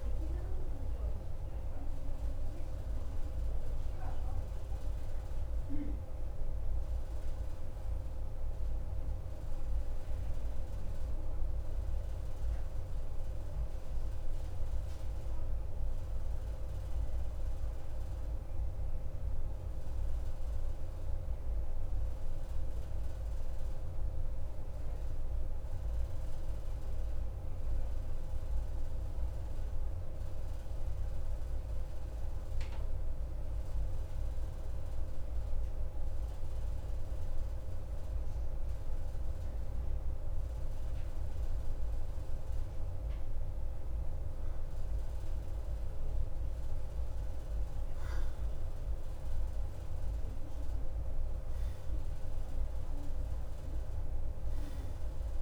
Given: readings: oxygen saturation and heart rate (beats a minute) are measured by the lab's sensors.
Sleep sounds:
breathing in sleep, hard to hear, by a room microphone; 1
12.00-31.50 s: central apnea (oxygen 93% before, 91% lowest, heart rate 55 before, 53 extreme, up 1 after)
36.00-39.50 s: arousal
48.00-55.42 s: oxygen desaturation (device-marked, oxygen 96% before, 93% lowest, heart rate 54 before, 50 extreme)
From the record:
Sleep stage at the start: N2 (light sleep); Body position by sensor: on the right side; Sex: male

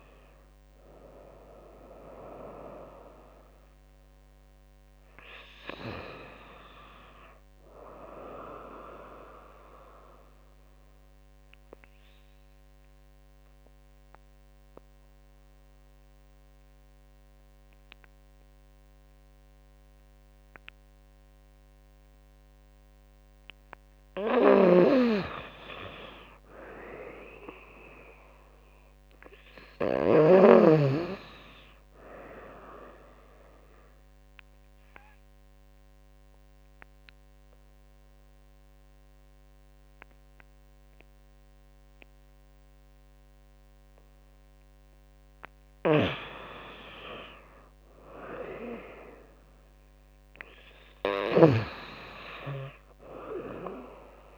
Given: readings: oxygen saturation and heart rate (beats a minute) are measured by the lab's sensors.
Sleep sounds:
breathing in sleep by a microphone on the trachea; 2
0.00-6.00 s: drop in pulse transit time (device-marked, heart rate 74 before, 75 extreme)
0.00-18.00 s: oxygen desaturation (device-marked, oxygen 96% before, 89% lowest, heart rate 75 before, 73 extreme)
10.00-22.50 s: obstructive apnea (oxygen 96% before, 89% lowest, heart rate 81 before, 75 extreme, up 13 after)
24.00-30.00 s: snoring (device-marked)
26.00-29.00 s: arousal
30.00-40.00 s: oxygen desaturation (device-marked, oxygen 99% before, 94% lowest, heart rate 79 before, 77 extreme)
32.50-44.00 s: obstructive apnea (oxygen 100% before, 88% lowest, heart rate 80 before, 77 extreme, up 9 after)
45.50-51.50 s: snoring (device-marked)
46.00-49.50 s: arousal
51.00-54.38 s: oxygen desaturation (device-marked, oxygen 97% before, 93% lowest, heart rate 83 before, 77 extreme)
From the record:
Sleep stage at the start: N2 (light sleep); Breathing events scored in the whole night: 289 in 4.2 hours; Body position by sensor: on the back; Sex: female

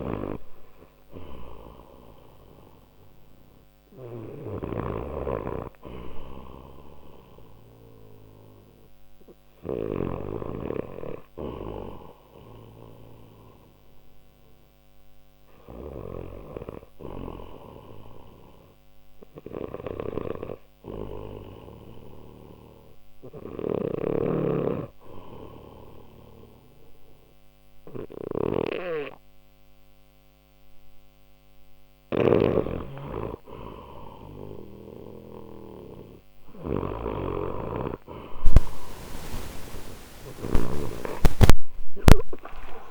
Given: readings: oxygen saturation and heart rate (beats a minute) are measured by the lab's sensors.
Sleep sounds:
breathing in sleep by a microphone on the trachea; 1
11.00-33.00 s: hypopnea (oxygen 93% before, 88% lowest, heart rate 74 before, 59 extreme, up 3 after)
11.50-19.50 s: oxygen desaturation (device-marked, oxygen 92% before, 88% lowest, heart rate 74 before, 59 extreme)
23.50-40.50 s: snoring (device-marked)
38.50-42.91 s: oxygen desaturation (device-marked, oxygen 96% before, 90% lowest, heart rate 62 before, 59 extreme)
41.50-42.91 s: arousal
From the record:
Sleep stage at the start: N2 (light sleep); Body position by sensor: on the left side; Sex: male

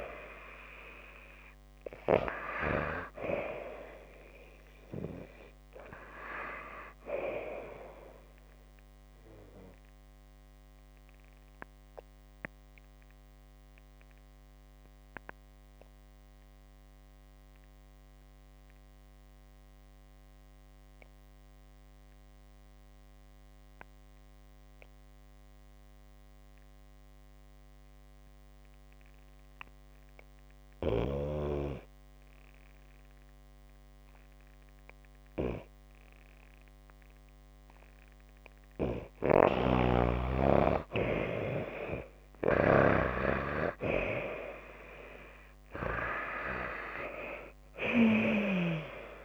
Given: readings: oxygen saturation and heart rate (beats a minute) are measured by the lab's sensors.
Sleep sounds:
breathing in sleep by a microphone on the trachea; 1
2.00-22.00 s: oxygen desaturation (device-marked, oxygen 94% before, 86% lowest)
9.00-37.50 s: obstructive apnea (oxygen 95% before, 86% lowest)
30.00-38.00 s: oxygen desaturation (device-marked, oxygen 95% before, 90% lowest)
39.00-45.00 s: arousal
From the record:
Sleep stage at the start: N2 (light sleep); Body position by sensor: on the back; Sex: female

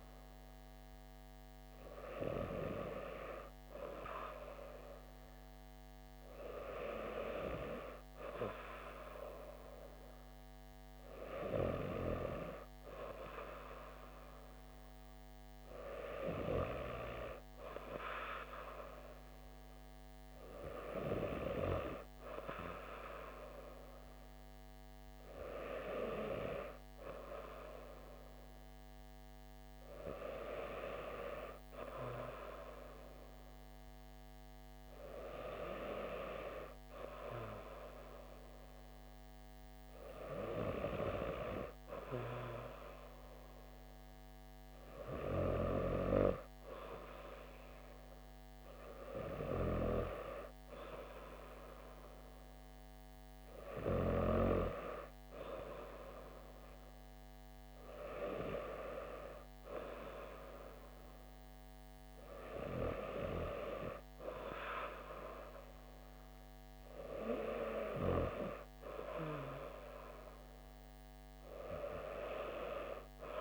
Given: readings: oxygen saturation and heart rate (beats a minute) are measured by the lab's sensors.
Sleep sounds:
breathing in sleep by a microphone on the trachea; none
none scored
From the record:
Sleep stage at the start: N2 (light sleep); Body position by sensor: on the back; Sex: female

